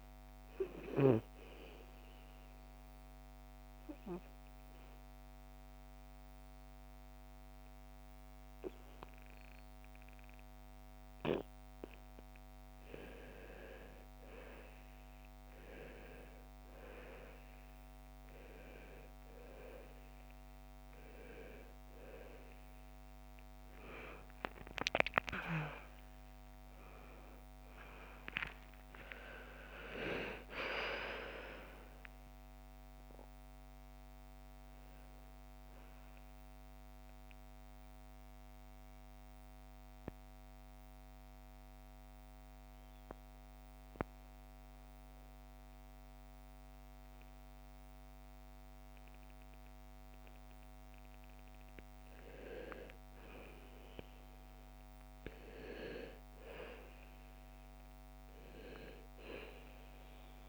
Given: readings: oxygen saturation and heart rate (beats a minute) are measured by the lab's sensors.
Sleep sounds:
breathing in sleep by a microphone on the trachea; 2
1.00-14.00 s: oxygen desaturation (device-marked, oxygen 96% before, 91% lowest, heart rate 61 before, 55 extreme)
3.00-13.00 s: obstructive apnea (oxygen 97% before, 88% lowest, heart rate 61 before, 55 extreme, up 6 after)
19.00-32.00 s: oxygen desaturation (device-marked, oxygen 96% before, 88% lowest, heart rate 59 before, 55 extreme)
23.50-28.50 s: arousal
37.00-50.50 s: central apnea (oxygen 97% before, 90% lowest, heart rate 68 before, 55 extreme, up 8 after)
52.50-56.50 s: arousal
59.00-60.48 s: oxygen desaturation (device-marked, oxygen 98% before, 90% lowest, heart rate 58 before, 57 extreme)
From the record:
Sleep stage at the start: N2 (light sleep); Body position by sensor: on the back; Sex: female

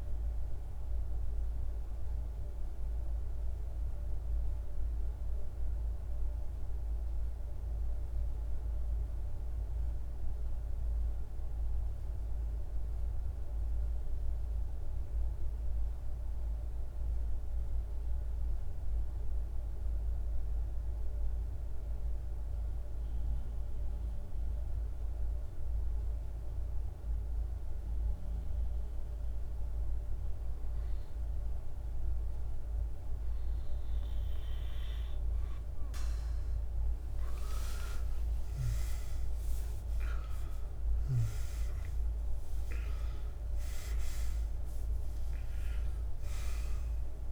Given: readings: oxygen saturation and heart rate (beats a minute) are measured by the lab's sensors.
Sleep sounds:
breathing in sleep, hard to hear, by a room microphone; 1
0.00-8.50 s: oxygen desaturation (device-marked, oxygen 88% lowest, heart rate 47 extreme)
1.50-33.50 s: mixed apnea (oxygen 98% before, 89% lowest, heart rate 66 before, 50 extreme, up 5 after)
26.50-47.32 s: oxygen desaturation (device-marked, oxygen 99% before, 91% lowest, heart rate 51 before, 48 extreme)
36.00-41.50 s: arousal
From the record:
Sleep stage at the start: N2 (light sleep); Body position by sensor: on the back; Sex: male

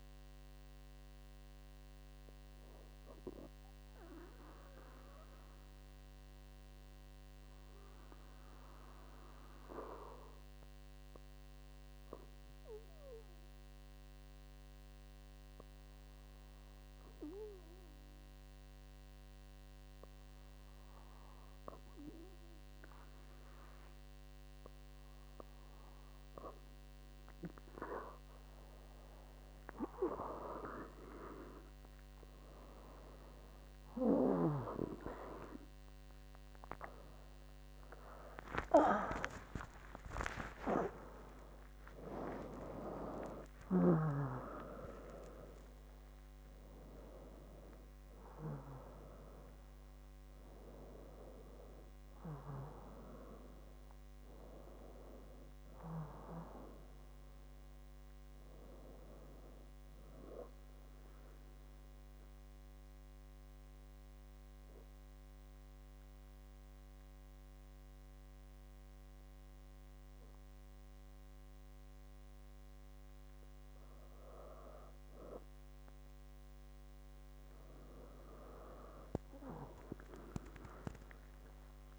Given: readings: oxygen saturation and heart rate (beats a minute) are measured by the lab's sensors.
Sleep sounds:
a person partly awake in a sleep study, by a microphone on the trachea; 2
3.50-25.50 s: obstructive apnea (oxygen 98% before, 97% lowest, heart rate 73 before, 66 extreme, up 44 after)
17.50-47.50 s: new sleep stage, awake
47.50-77.50 s: new sleep stage, N1 (lightest sleep)
60.50-73.50 s: obstructive apnea (oxygen 98% before, 97% lowest, heart rate 96 before, 67 extreme, up 7 after)
77.50-81.50 s: arousal
77.50-81.98 s: new sleep stage, N2 (light sleep)
From the record:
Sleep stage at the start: N2 (light sleep); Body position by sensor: on the back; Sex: female

